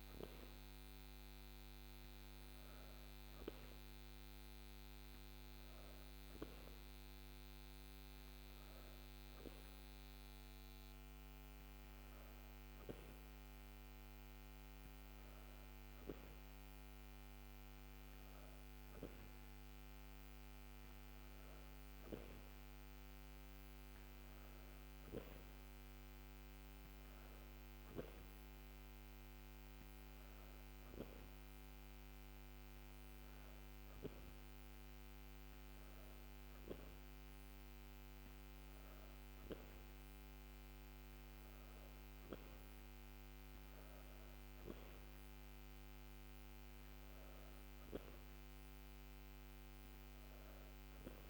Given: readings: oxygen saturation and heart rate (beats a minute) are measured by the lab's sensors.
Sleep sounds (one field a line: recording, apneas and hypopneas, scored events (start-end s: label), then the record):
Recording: breathing in sleep, hard to hear, by a microphone on the trachea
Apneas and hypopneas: none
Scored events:
none scored
From the record:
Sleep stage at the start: N2 (light sleep)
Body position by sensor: on the back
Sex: female